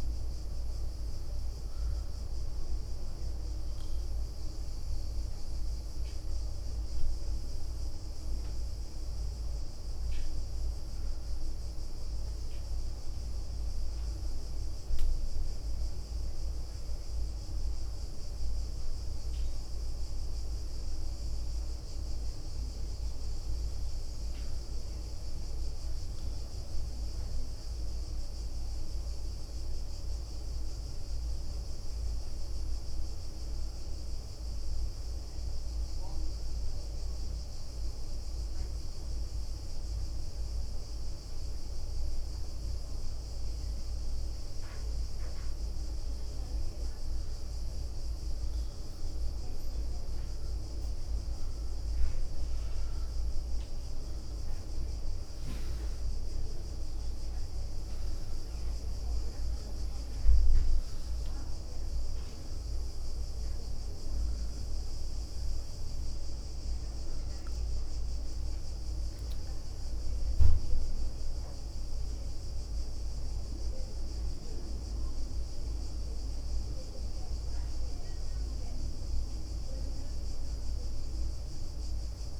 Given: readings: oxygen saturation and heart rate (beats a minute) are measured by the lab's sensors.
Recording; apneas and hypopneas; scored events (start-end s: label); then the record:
breathing in sleep, hard to hear, by a room microphone; 2
1.00-11.00 s: leg movement (device-marked)
2.00-9.00 s: oxygen desaturation (device-marked, oxygen 99% before, 94% lowest, heart rate 70 before, 72 extreme)
9.50-13.00 s: arousal
15.00-27.50 s: hypopnea (oxygen 100% before, 92% lowest, heart rate 72 before, 71 extreme, up 6 after)
23.50-24.50 s: leg movement (device-marked)
28.00-48.00 s: oxygen desaturation (device-marked, oxygen 95% before, 92% lowest, heart rate 74 before, 71 extreme)
29.50-34.00 s: arousal
46.50-51.00 s: leg movement (device-marked)
48.50-51.50 s: arousal
51.50-53.00 s: leg movement (device-marked)
53.50-64.50 s: hypopnea (oxygen 95% before, 92% lowest, heart rate 74 before, 71 extreme, up 9 after)
54.00-67.00 s: oxygen desaturation (device-marked, oxygen 95% before, 92% lowest, heart rate 74 before, 71 extreme)
59.00-63.50 s: leg movement (device-marked)
66.00-70.00 s: arousal
72.50-77.00 s: leg movement (device-marked)
From the record:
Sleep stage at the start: N1 (lightest sleep); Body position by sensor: on the back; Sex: female